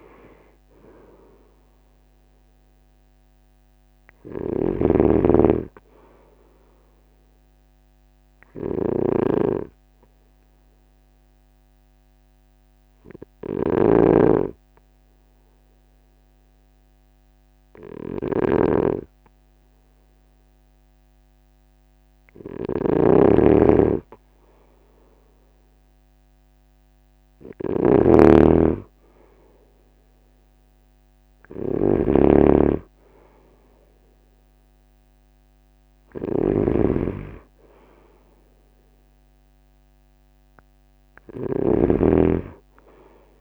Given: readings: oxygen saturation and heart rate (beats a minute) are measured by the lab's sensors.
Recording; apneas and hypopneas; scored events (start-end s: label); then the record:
breathing in sleep by a microphone on the trachea; 1
0.00-1.50 s: arousal
3.00-5.00 s: long interval between heartbeats (device-marked, heart rate 31 before, 31 extreme)
4.00-43.41 s: snoring (device-marked)
8.50-23.50 s: obstructive apnea (oxygen 96% before, 94% lowest)
12.50-14.50 s: long interval between heartbeats (device-marked)
22.50-24.50 s: long interval between heartbeats (device-marked, heart rate 33 before, 46 extreme)
26.50-28.50 s: long interval between heartbeats (device-marked, heart rate 36 before, 37 extreme)
27.50-33.00 s: arousal
40.50-42.50 s: long interval between heartbeats (device-marked, heart rate 33 before, 47 extreme)
From the record:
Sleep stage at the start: N2 (light sleep); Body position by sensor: on the front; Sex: male